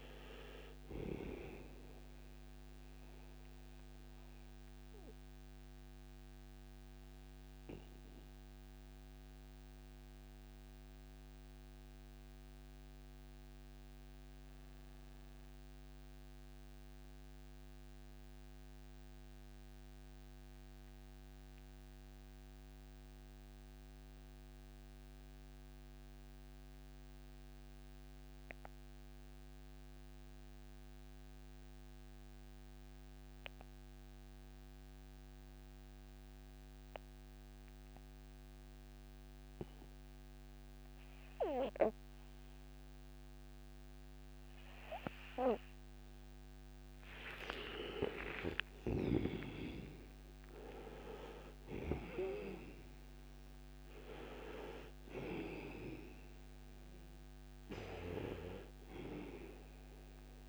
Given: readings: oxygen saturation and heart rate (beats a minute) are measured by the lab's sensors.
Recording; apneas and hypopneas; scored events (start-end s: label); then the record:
breathing in sleep by a microphone on the trachea; 1
0.00-20.50 s: oxygen desaturation (device-marked, oxygen 84% lowest, heart rate 58 extreme)
5.00-46.00 s: mixed apnea (oxygen 99% before, 78% lowest, heart rate 66 before, 58 extreme, up 16 after)
38.50-60.48 s: oxygen desaturation (device-marked, oxygen 98% before, 78% lowest, heart rate 60 before, 57 extreme)
47.50-53.00 s: arousal
From the record:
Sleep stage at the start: N2 (light sleep); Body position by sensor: on the right side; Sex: male